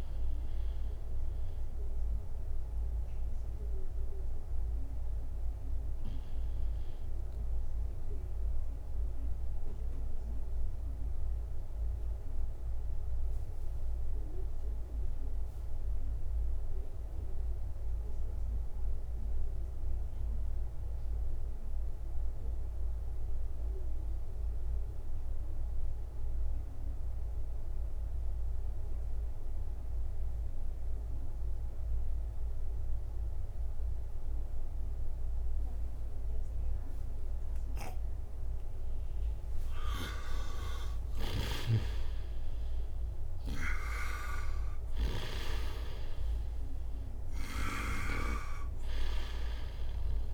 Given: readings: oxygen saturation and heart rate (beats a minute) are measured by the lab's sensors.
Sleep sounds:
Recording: breathing in sleep by a room microphone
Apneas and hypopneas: 1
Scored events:
0.00-24.00 s: oxygen desaturation (device-marked, oxygen 87% lowest, heart rate 58 extreme)
2.50-39.50 s: obstructive apnea (oxygen 98% before, 81% lowest, heart rate 67 before, 58 extreme, up 4 after)
34.00-50.34 s: oxygen desaturation (device-marked, oxygen 98% before, 81% lowest, heart rate 62 before, 59 extreme)
41.00-45.50 s: snoring (device-marked)
41.50-45.50 s: arousal
From the record:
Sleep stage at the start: N2 (light sleep)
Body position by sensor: on the right side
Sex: male

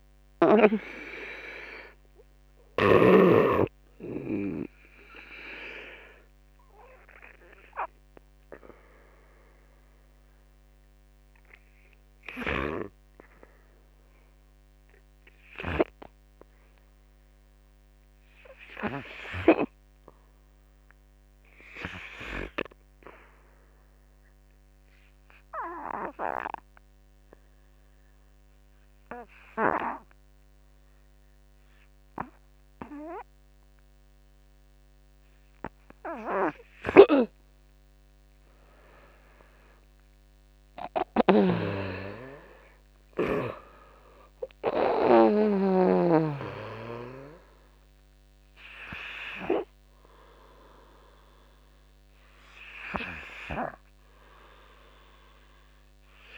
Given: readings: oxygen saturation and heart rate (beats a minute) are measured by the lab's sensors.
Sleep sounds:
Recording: breathing in sleep by a microphone on the trachea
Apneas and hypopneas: 1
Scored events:
0.00-2.50 s: snoring (device-marked)
0.00-8.50 s: drop in pulse transit time (device-marked, heart rate 59 extreme)
0.00-12.50 s: oxygen desaturation (device-marked, oxygen 75% lowest, heart rate 53 extreme)
14.50-36.00 s: obstructive apnea (oxygen 81% before, 79% lowest, heart rate 68 before, 53 extreme, up 16 after)
38.00-42.50 s: arousal
40.50-45.50 s: snoring (device-marked)
41.50-53.50 s: drop in pulse transit time (device-marked, heart rate 60 before, 53 extreme)
42.50-56.38 s: oxygen desaturation (device-marked, oxygen 95% before, 81% lowest, heart rate 61 before, 53 extreme)
From the record:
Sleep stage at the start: N2 (light sleep)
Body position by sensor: on the back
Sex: male

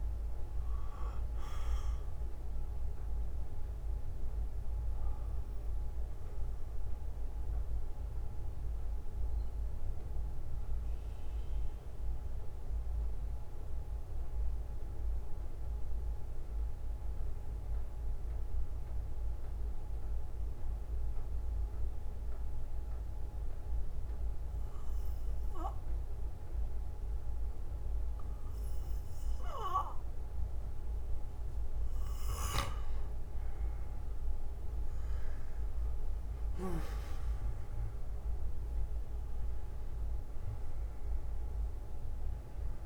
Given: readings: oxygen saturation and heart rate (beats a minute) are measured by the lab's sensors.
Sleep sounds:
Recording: breathing in sleep, hard to hear, by a room microphone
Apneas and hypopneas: 1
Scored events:
5.00-8.00 s: bradycardia (device-marked, heart rate 59 before, 55 extreme)
9.00-32.00 s: bradycardia (device-marked, heart rate 59 before, 52 extreme)
9.00-32.00 s: mixed apnea (oxygen 97% before, 92% lowest, heart rate 62 before, 48 extreme, up 13 after)
36.00-40.50 s: arousal
From the record:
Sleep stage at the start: N2 (light sleep)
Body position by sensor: on the back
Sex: male

